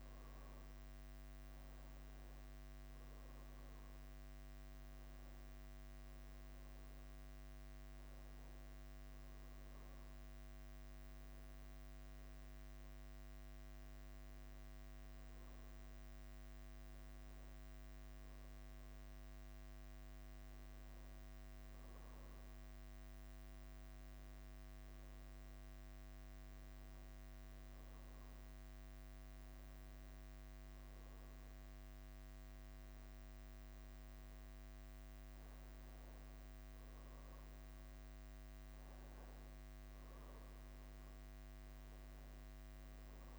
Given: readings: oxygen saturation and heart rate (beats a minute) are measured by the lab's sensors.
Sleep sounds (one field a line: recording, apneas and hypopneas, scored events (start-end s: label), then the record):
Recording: breathing in sleep, hard to hear, by a microphone on the trachea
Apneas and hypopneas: none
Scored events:
0.00-43.39 s: bradycardia (device-marked, heart rate 45 extreme)
From the record:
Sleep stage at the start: N1 (lightest sleep)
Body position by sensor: on the back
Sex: male